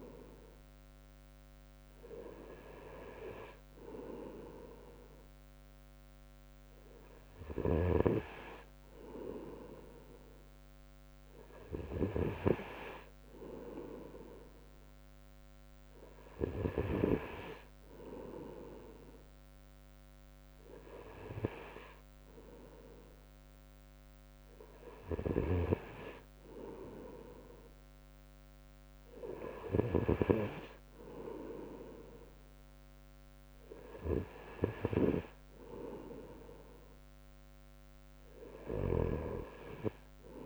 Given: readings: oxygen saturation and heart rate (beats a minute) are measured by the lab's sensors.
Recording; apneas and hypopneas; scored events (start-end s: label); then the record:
breathing in sleep by a microphone on the trachea; none
none scored
From the record:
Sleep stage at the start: N3 (deep sleep); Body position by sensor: on the right side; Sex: male